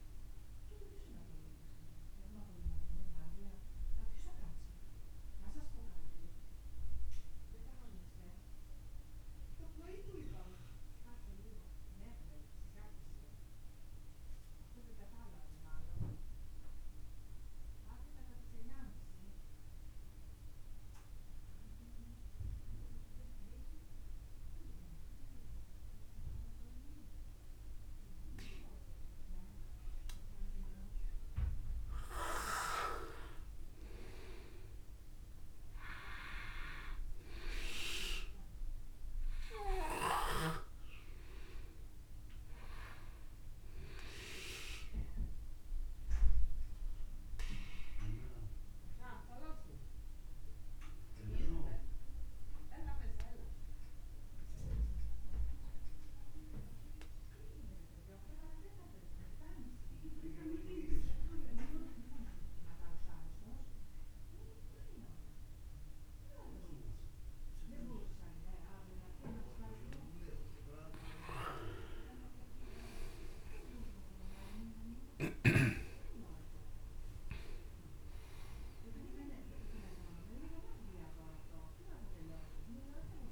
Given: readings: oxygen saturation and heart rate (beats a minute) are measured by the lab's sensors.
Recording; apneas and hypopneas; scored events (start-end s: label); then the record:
breathing in sleep by a room microphone; 2
0.00-12.00 s: oxygen desaturation (device-marked, oxygen 91% lowest, heart rate 38 extreme)
10.50-32.50 s: obstructive apnea (oxygen 99% before, 90% lowest, heart rate 61 before, 55 extreme, up 47 after)
26.00-30.00 s: tachycardia (device-marked, heart rate 58 before, 108 extreme)
33.00-61.00 s: oxygen desaturation (device-marked, oxygen 99% before, 91% lowest, heart rate 74 before, 46 extreme)
34.50-38.00 s: arousal
45.00-70.00 s: obstructive apnea (oxygen 99% before, 90% lowest, heart rate 89 before, 43 extreme)
70.00-75.00 s: tachycardia (device-marked, heart rate 59 before, 118 extreme)
72.00-76.00 s: arousal
76.00-83.32 s: oxygen desaturation (device-marked, oxygen 98% before, 90% lowest, heart rate 66 before, 29 extreme)
From the record:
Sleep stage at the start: N2 (light sleep); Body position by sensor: on the back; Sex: male